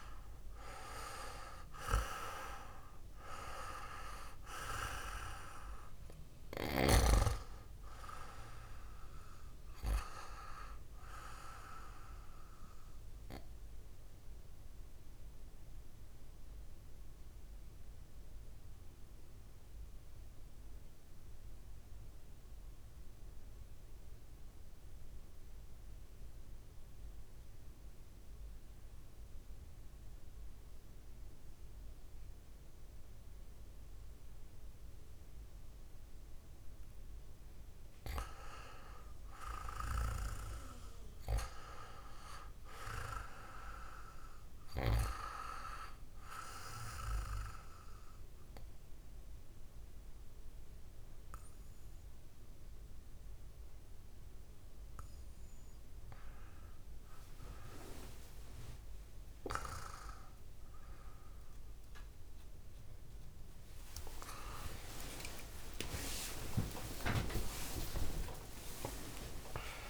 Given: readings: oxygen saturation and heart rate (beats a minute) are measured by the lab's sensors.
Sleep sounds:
breathing in sleep by a room microphone; 2
0.00-2.50 s: arousal
0.00-23.00 s: oxygen desaturation (device-marked, oxygen 89% lowest, heart rate 53 extreme)
13.00-36.50 s: obstructive apnea (oxygen 100% before, 89% lowest, heart rate 58 before, 53 extreme, up 5 after)
38.00-42.00 s: arousal
43.00-65.00 s: oxygen desaturation (device-marked, oxygen 99% before, 93% lowest)
46.50-58.50 s: obstructive apnea (oxygen 99% before, 93% lowest)
60.00-69.90 s: new sleep stage, N1 (lightest sleep)
63.00-69.90 s: tachycardia (device-marked, heart rate 58 before, 138 extreme)
65.50-69.90 s: arousal
From the record:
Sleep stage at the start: REM sleep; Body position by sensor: on the back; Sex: male

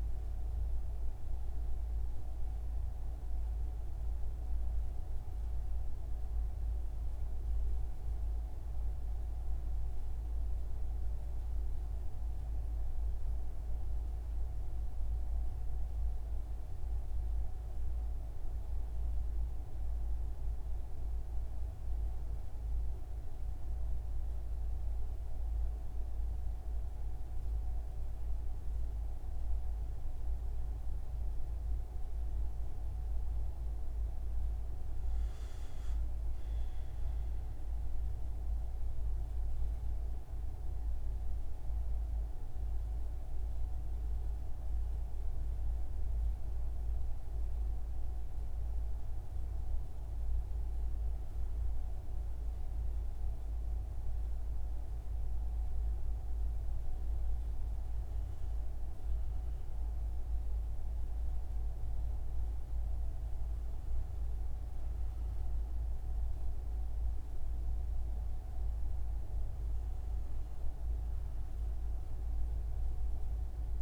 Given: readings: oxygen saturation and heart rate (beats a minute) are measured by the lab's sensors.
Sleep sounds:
breathing in sleep, hard to hear, by a room microphone; 1
40.00-51.00 s: central apnea (oxygen 96% before, 95% lowest)
54.50-57.50 s: arousal
From the record:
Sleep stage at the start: REM sleep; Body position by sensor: on the front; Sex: male

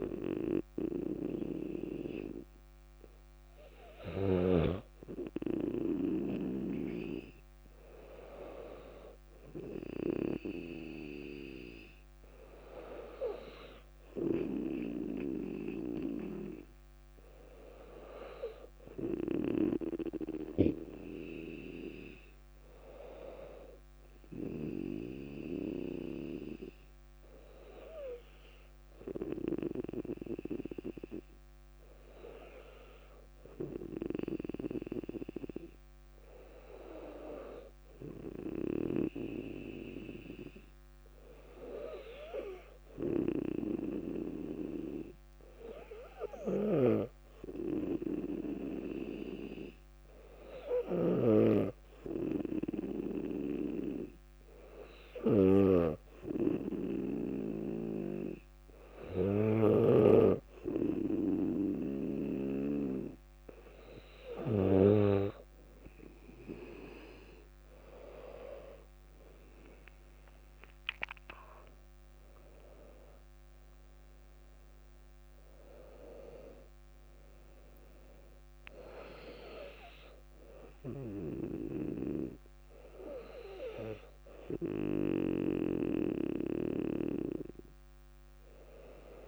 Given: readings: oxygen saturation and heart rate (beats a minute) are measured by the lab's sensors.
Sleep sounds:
breathing in sleep by a microphone on the trachea; none
70.00-74.50 s: arousal
From the record:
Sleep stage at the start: N2 (light sleep); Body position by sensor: on the back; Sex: female

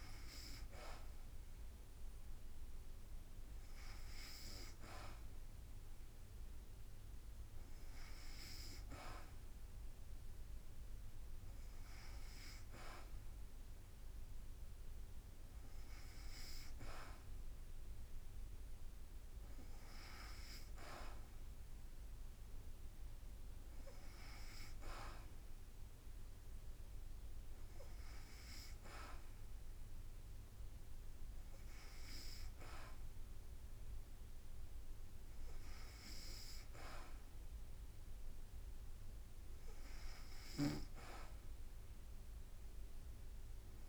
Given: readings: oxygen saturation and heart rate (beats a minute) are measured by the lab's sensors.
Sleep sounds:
breathing in sleep by a room microphone; none
none scored
From the record:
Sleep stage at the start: N2 (light sleep); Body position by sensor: on the back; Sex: female

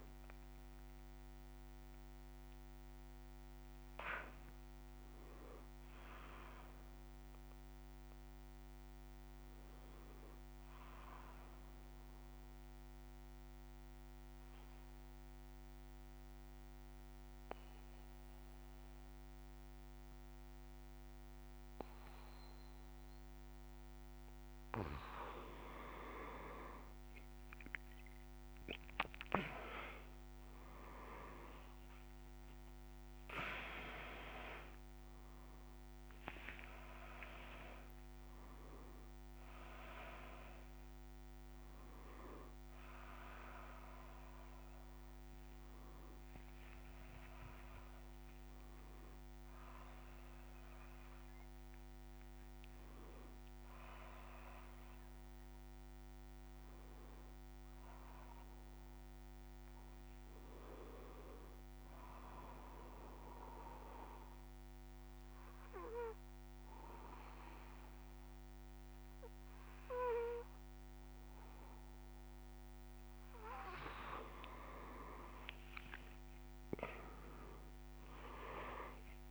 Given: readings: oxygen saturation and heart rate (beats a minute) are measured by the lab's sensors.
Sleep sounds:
breathing in sleep by a microphone on the trachea; 2
11.00-24.50 s: mixed apnea (oxygen 100% before, 94% lowest)
42.00-51.00 s: oxygen desaturation (device-marked, oxygen 98% before, 94% lowest)
61.50-74.00 s: obstructive apnea (oxygen 99% before, 94% lowest)
73.00-79.31 s: oxygen desaturation (device-marked, oxygen 98% before, 94% lowest)
From the record:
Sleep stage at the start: N1 (lightest sleep); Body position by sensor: on the back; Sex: male

